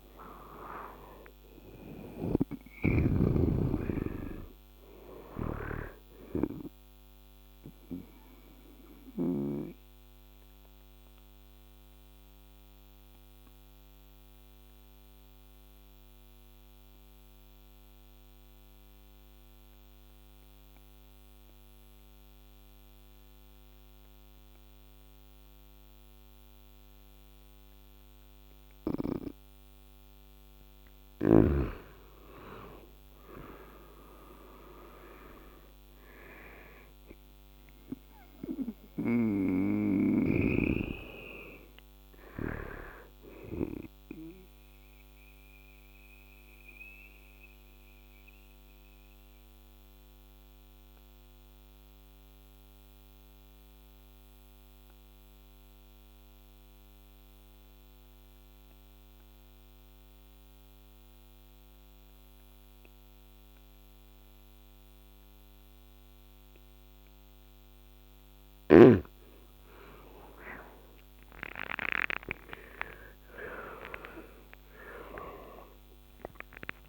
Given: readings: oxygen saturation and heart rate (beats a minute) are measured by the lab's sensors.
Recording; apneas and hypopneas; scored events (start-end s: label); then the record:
breathing in sleep by a microphone on the trachea; 2
0.00-9.00 s: snoring (device-marked)
0.50-22.50 s: oxygen desaturation (device-marked, oxygen 97% before, 90% lowest, heart rate 78 before, 74 extreme)
7.00-29.50 s: obstructive apnea (oxygen 97% before, 90% lowest, heart rate 79 before, 73 extreme, up 8 after)
31.50-35.50 s: arousal
31.50-48.50 s: oxygen desaturation (device-marked, oxygen 97% before, 92% lowest, heart rate 78 before, 73 extreme)
38.00-43.00 s: snoring (device-marked)
43.50-68.50 s: obstructive apnea (oxygen 97% before, 89% lowest, heart rate 78 before, 73 extreme, up 16 after)
67.50-76.89 s: oxygen desaturation (device-marked, oxygen 97% before, 90% lowest, heart rate 75 before, 72 extreme)
69.50-75.50 s: arousal
From the record:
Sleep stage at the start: N2 (light sleep); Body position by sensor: on the right side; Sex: male